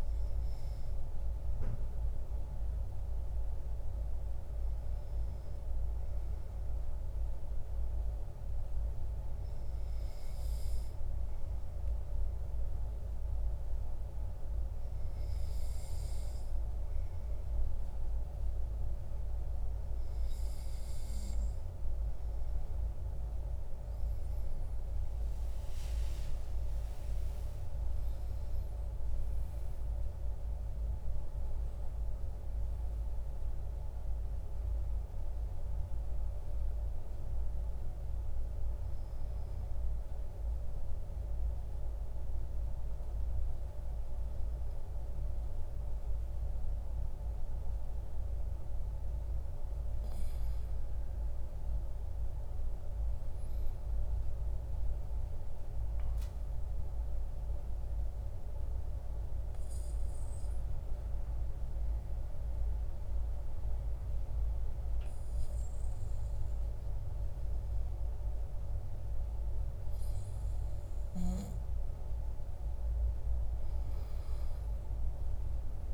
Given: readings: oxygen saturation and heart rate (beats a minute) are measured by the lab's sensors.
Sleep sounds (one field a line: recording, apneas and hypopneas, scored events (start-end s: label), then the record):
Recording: breathing in sleep, hard to hear, by a room microphone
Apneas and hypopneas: 3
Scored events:
6.00-20.50 s: hypopnea (oxygen 97% before, 95% lowest, heart rate 67 before, 51 extreme, up 19 after)
23.50-27.00 s: arousal
38.00-48.00 s: hypopnea (oxygen 97% before, 95% lowest, heart rate 62 before, 47 extreme, up 18 after)
50.50-54.00 s: arousal
56.50-68.00 s: obstructive apnea (oxygen 97% before, 93% lowest, heart rate 57 before, 47 extreme, up 13 after)
71.00-74.50 s: arousal
From the record:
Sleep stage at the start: N2 (light sleep)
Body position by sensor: on the back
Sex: male